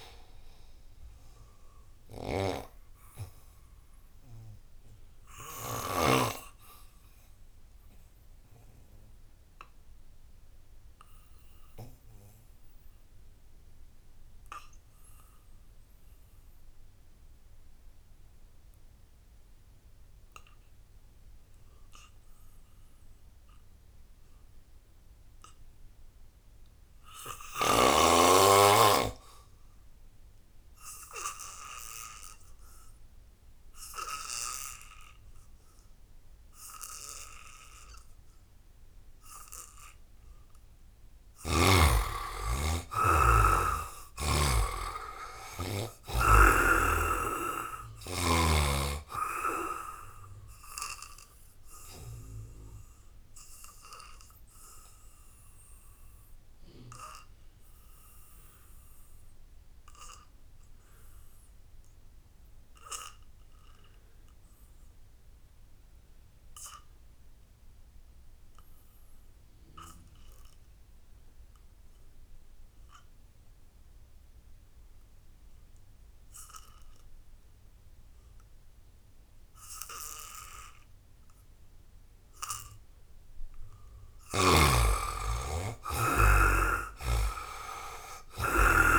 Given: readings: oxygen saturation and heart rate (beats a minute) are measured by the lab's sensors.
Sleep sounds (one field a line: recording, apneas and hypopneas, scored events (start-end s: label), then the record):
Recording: breathing in sleep by a room microphone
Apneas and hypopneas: 2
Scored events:
0.00-9.00 s: oxygen desaturation (device-marked, oxygen 71% lowest, heart rate 66 extreme)
2.00-41.00 s: obstructive apnea (oxygen 95% before, 71% lowest, heart rate 79 before, 67 extreme, up 12 after)
19.00-48.00 s: oxygen desaturation (device-marked, oxygen 99% before, 77% lowest, heart rate 84 before, 67 extreme)
43.00-46.00 s: arousal
49.50-82.50 s: obstructive apnea (oxygen 96% before, 71% lowest, heart rate 71 before, 59 extreme, up 9 after)
58.00-68.00 s: oxygen desaturation (device-marked, oxygen 81% before, 75% lowest, heart rate 78 before, 59 extreme)
70.00-88.99 s: oxygen desaturation (device-marked, oxygen 98% before, 71% lowest, heart rate 81 before, 59 extreme)
84.00-88.00 s: arousal
From the record:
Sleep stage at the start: N2 (light sleep)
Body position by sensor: on the back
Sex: male